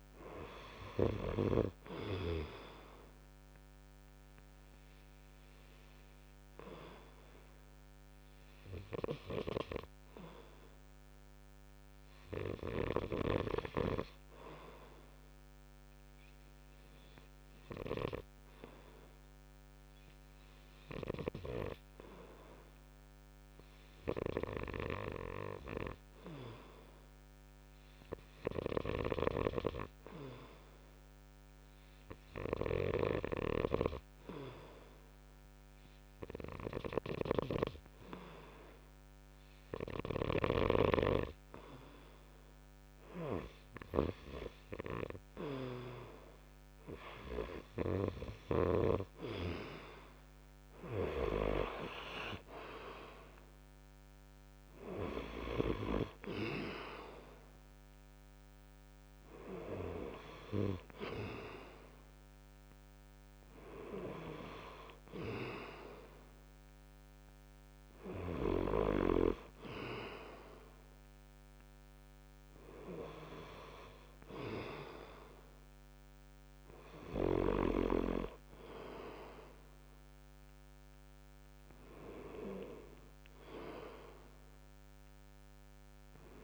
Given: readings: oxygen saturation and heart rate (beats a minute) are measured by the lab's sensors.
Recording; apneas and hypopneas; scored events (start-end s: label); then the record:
breathing in sleep by a microphone on the trachea; 1
5.50-45.00 s: obstructive apnea (oxygen 95% before, 91% lowest)
28.50-33.00 s: snoring (device-marked)
40.50-55.50 s: oxygen desaturation (device-marked, oxygen 96% before, 91% lowest)
51.00-56.00 s: arousal
From the record:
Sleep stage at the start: N2 (light sleep); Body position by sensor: on the right side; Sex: male